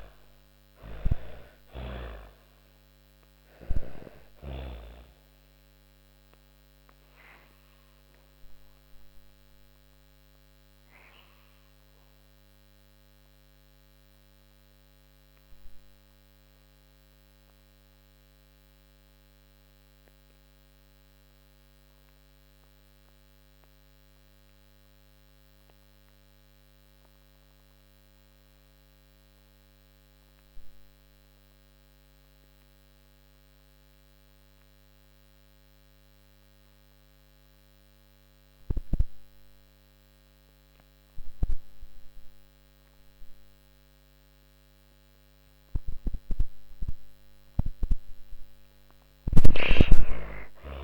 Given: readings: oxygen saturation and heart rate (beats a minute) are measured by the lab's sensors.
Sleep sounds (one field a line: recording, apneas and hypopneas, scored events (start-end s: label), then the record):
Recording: breathing in sleep by a microphone on the trachea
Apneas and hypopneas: 1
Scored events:
0.00-3.50 s: snoring (device-marked)
0.00-18.00 s: oxygen desaturation (device-marked, oxygen 79% lowest)
5.00-46.00 s: obstructive apnea (oxygen 98% before, 78% lowest)
38.00-50.84 s: oxygen desaturation (device-marked, oxygen 99% before, 78% lowest)
48.00-50.84 s: snoring (device-marked)
48.50-50.84 s: arousal
From the record:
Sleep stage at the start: N2 (light sleep)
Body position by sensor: on the back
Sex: female